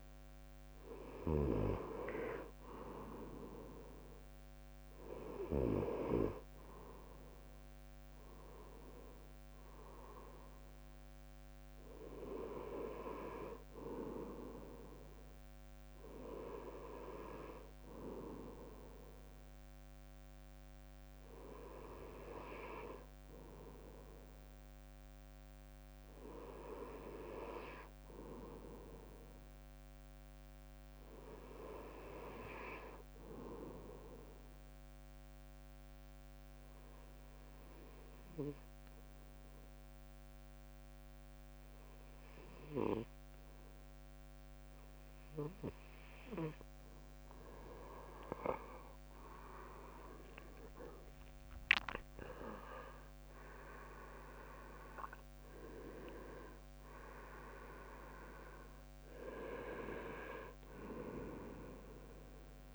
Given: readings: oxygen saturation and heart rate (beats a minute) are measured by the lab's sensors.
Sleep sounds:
breathing in sleep by a microphone on the trachea; 1
35.00-46.50 s: obstructive apnea (oxygen 97% before, 95% lowest, heart rate 59 before, 56 extreme, up 15 after)
46.00-61.00 s: drop in pulse transit time (device-marked, heart rate 59 before, 57 extreme)
48.50-53.50 s: arousal
From the record:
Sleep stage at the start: N2 (light sleep); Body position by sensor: on the back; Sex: male

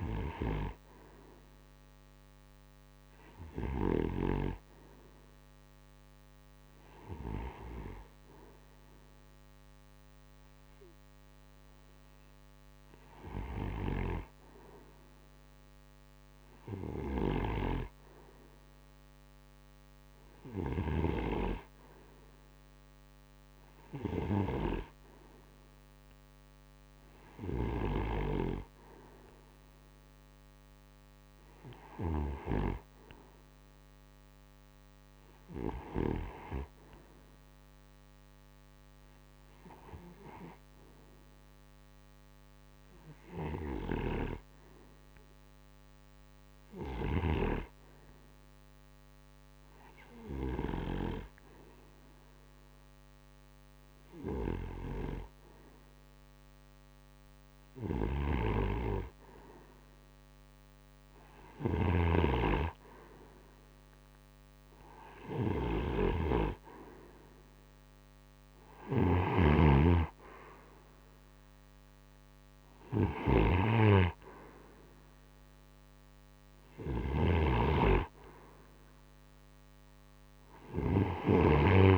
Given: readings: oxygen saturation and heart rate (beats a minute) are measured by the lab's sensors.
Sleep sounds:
breathing in sleep by a microphone on the trachea; 1
10.00-27.00 s: oxygen desaturation (device-marked, oxygen 91% before, 87% lowest, heart rate 52 before, 34 extreme)
43.50-55.00 s: hypopnea (oxygen 89% before, 86% lowest, heart rate 46 before, 30 extreme, up 30 after)
57.00-81.98 s: snoring (device-marked)
60.50-65.00 s: arousal
From the record:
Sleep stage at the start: REM sleep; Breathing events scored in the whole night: 174 in 4.2 hours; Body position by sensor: on the right side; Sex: male

